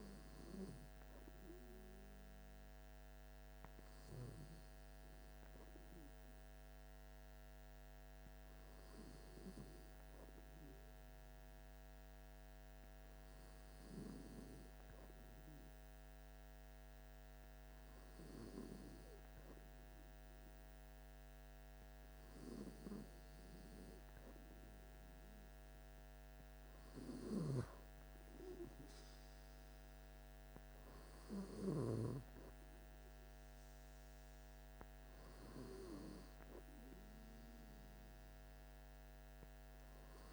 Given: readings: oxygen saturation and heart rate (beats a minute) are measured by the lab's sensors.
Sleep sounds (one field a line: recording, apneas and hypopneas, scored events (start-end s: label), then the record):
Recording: breathing in sleep by a microphone on the trachea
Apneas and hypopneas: none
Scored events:
none scored
From the record:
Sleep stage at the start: N2 (light sleep)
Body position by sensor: on the back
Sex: male